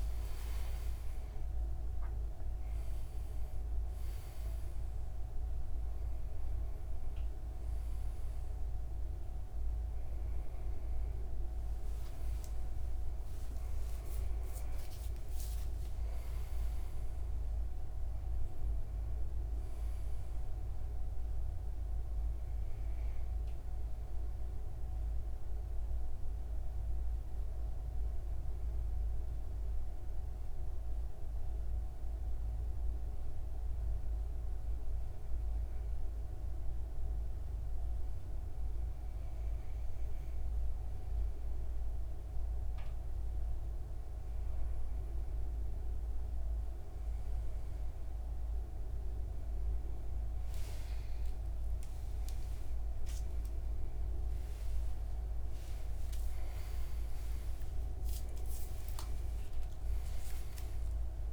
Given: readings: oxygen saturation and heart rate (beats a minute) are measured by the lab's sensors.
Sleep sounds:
a person partly awake in a sleep study, hard to hear, by a room microphone; 1
18.00-61.33 s: new sleep stage, N2 (light sleep)
24.00-42.50 s: hypopnea (oxygen 98% before, 93% lowest)
46.00-61.33 s: oxygen desaturation (device-marked, oxygen 98% before, 93% lowest)
52.00-59.00 s: arousal
From the record:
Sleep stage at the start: awake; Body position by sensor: on the back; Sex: male

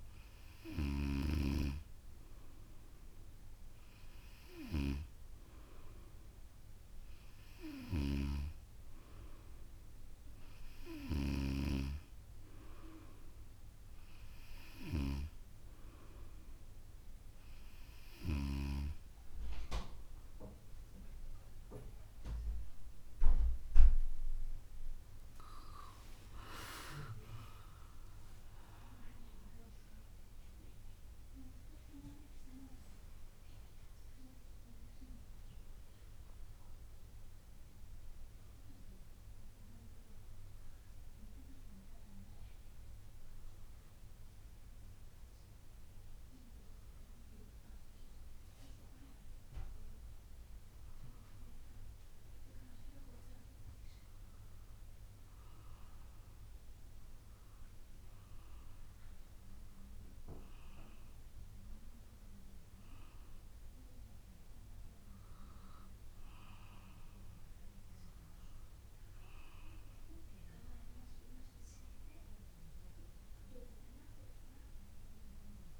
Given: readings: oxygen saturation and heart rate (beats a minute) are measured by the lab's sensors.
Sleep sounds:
breathing in sleep by a room microphone; none
24.50-28.50 s: arousal
From the record:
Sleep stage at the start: N2 (light sleep); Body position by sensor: on the back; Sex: female

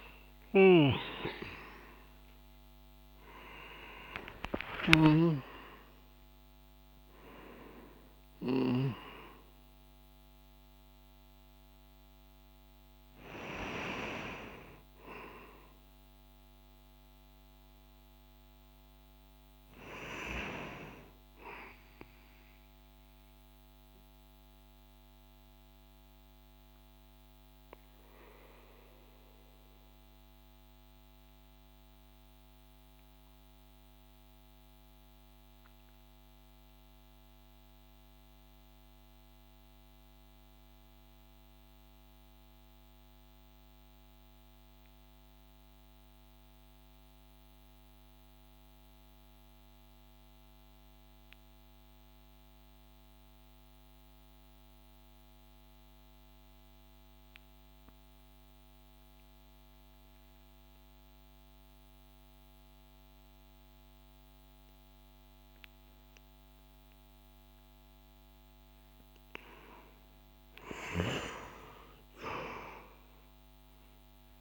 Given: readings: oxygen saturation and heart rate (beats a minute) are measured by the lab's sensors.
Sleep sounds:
breathing in sleep by a microphone on the trachea; 1
0.00-4.50 s: snoring (device-marked)
0.00-29.00 s: oxygen desaturation (device-marked, oxygen 85% lowest)
23.00-67.50 s: obstructive apnea (oxygen 95% before, 85% lowest)
57.00-74.41 s: oxygen desaturation (device-marked, oxygen 98% before, 95% lowest)
70.00-74.41 s: arousal
From the record:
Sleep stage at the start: N2 (light sleep); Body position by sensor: on the back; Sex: male

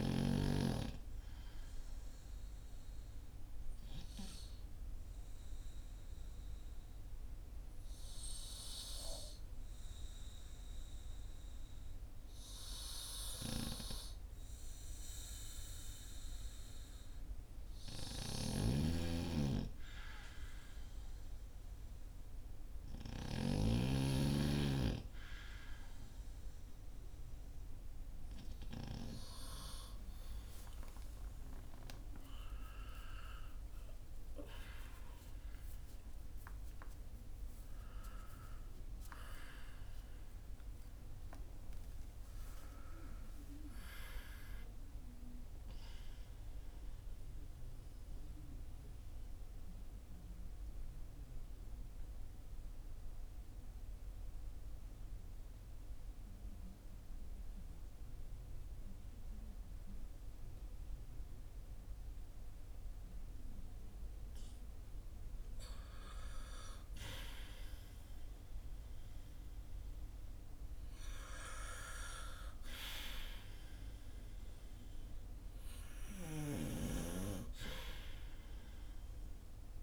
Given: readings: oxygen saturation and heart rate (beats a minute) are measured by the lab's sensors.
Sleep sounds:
breathing in sleep by a room microphone; 2
1.00-17.50 s: obstructive apnea (oxygen 95% before, 93% lowest, heart rate 56 before, 46 extreme, up 6 after)
17.50-23.00 s: snoring (device-marked)
22.00-26.00 s: arousal
45.50-65.50 s: mixed apnea (oxygen 95% before, 91% lowest, heart rate 54 before, 45 extreme, up 11 after)
68.50-72.00 s: arousal
From the record:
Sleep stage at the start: N2 (light sleep); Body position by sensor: on the back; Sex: male

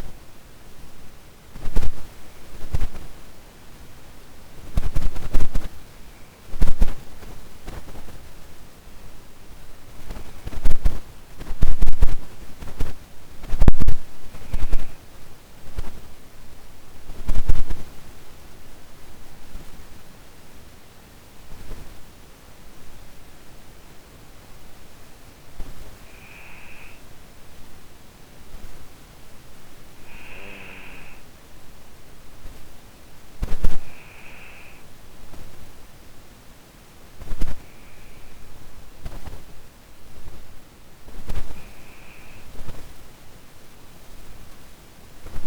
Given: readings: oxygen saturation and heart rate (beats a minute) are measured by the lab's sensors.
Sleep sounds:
breathing in sleep by a microphone on the trachea; 1
0.00-13.50 s: oxygen desaturation (device-marked, oxygen 93% lowest)
14.00-29.00 s: hypopnea (oxygen 98% before, 91% lowest)
30.00-33.50 s: arousal
38.50-45.47 s: new sleep stage, N2 (light sleep)
From the record:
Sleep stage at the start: N1 (lightest sleep); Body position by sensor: on the back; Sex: female

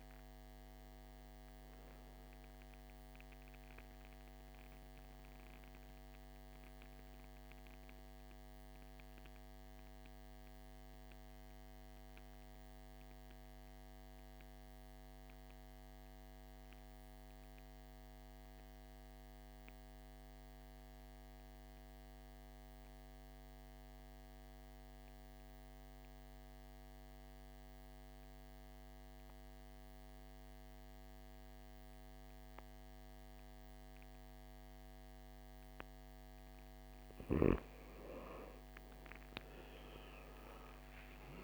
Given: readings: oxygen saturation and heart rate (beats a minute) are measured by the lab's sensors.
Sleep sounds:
breathing in sleep, hard to hear, by a microphone on the trachea; 1
0.00-13.50 s: oxygen desaturation (device-marked, oxygen 80% lowest, heart rate 55 extreme)
4.50-37.00 s: mixed apnea (oxygen 99% before, 79% lowest, heart rate 69 before, 55 extreme, up 21 after)
31.50-41.44 s: oxygen desaturation (device-marked, oxygen 99% before, 79% lowest, heart rate 56 before, 53 extreme)
From the record:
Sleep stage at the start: N2 (light sleep); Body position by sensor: on the back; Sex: male

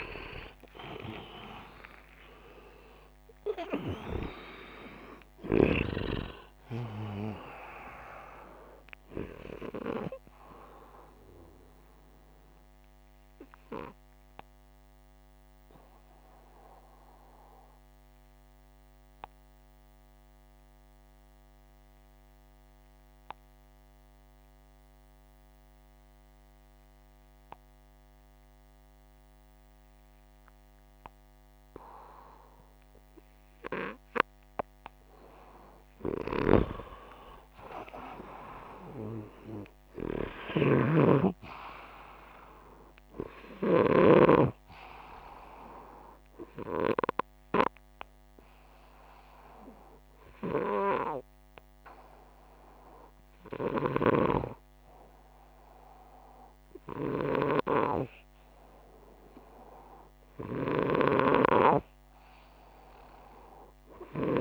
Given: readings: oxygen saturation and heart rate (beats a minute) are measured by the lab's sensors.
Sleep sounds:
breathing in sleep by a microphone on the trachea; 2
0.00-2.00 s: arousal
14.50-34.00 s: obstructive apnea (oxygen 94% before, 89% lowest, heart rate 67 before, 61 extreme, up 6 after)
23.00-34.00 s: oxygen desaturation (device-marked, oxygen 94% before, 89% lowest, heart rate 66 before, 61 extreme)
36.00-40.00 s: arousal
40.00-44.00 s: snoring (device-marked)
44.00-53.00 s: oxygen desaturation (device-marked, oxygen 98% before, 91% lowest, heart rate 65 before, 60 extreme)
47.00-60.00 s: hypopnea (oxygen 98% before, 90% lowest, heart rate 65 before, 60 extreme, up 0 after)
63.00-64.41 s: arousal
From the record:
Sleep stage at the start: N2 (light sleep); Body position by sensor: upright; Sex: male

